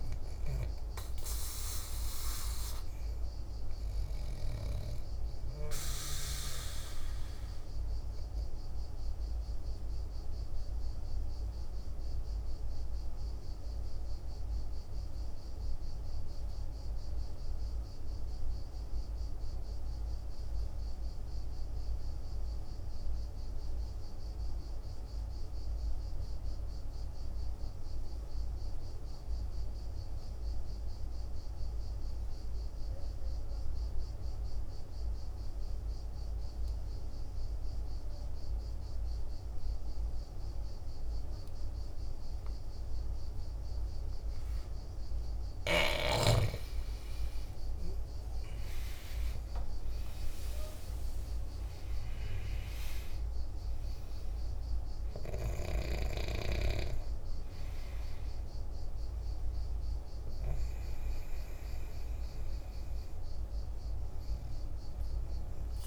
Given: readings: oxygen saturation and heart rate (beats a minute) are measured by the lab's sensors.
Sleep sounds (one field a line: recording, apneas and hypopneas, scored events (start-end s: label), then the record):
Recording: breathing in sleep by a room microphone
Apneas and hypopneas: 1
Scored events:
0.00-17.00 s: oxygen desaturation (device-marked, oxygen 87% lowest, heart rate 47 extreme)
9.00-46.00 s: mixed apnea (oxygen 98% before, 86% lowest, heart rate 55 before, 47 extreme, up 13 after)
38.00-65.87 s: oxygen desaturation (device-marked, oxygen 98% before, 86% lowest, heart rate 49 before, 48 extreme)
46.50-51.50 s: arousal
From the record:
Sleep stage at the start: N2 (light sleep)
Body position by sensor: on the back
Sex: male